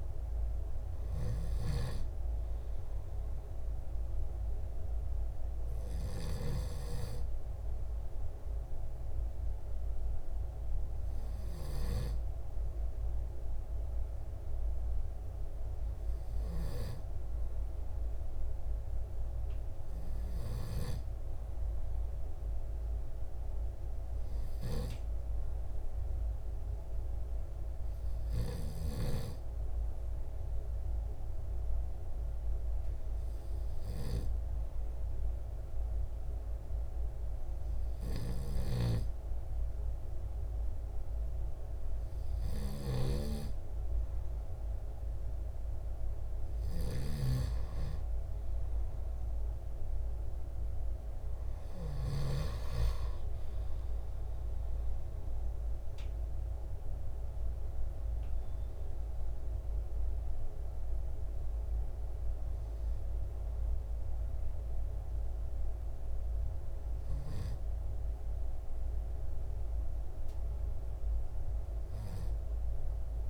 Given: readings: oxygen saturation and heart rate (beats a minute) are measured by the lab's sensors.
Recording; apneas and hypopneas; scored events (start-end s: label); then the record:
breathing in sleep by a room microphone; none
53.50-57.50 s: arousal
From the record:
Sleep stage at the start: N2 (light sleep); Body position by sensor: on the back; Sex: male